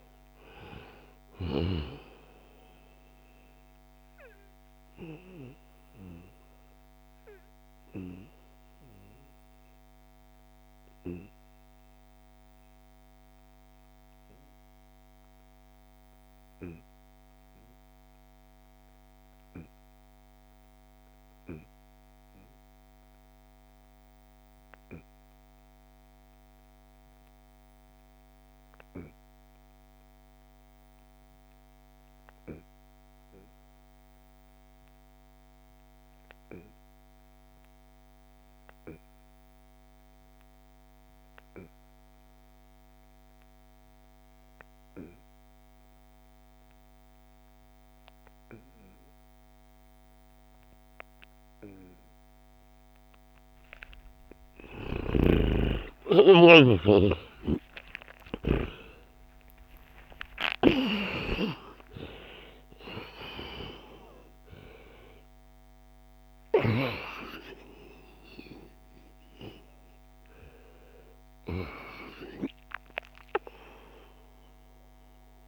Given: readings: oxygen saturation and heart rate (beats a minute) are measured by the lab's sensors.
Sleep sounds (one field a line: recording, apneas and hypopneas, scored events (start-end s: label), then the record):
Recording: breathing in sleep by a microphone on the trachea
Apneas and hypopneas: 1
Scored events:
0.00-18.50 s: oxygen desaturation (device-marked, oxygen 78% lowest, heart rate 60 extreme)
4.50-52.50 s: obstructive apnea (oxygen 93% before, 78% lowest, heart rate 71 before, 61 extreme, up 35 after)
37.50-75.48 s: oxygen desaturation (device-marked, oxygen 95% before, 79% lowest, heart rate 72 before, 61 extreme)
54.00-58.00 s: snoring (device-marked)
54.50-61.00 s: arousal
59.00-61.00 s: long interval between heartbeats (device-marked, heart rate 65 before, 86 extreme)
61.50-63.50 s: long interval between heartbeats (device-marked, heart rate 69 before, 126 extreme)
From the record:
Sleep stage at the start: REM sleep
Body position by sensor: on the back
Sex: male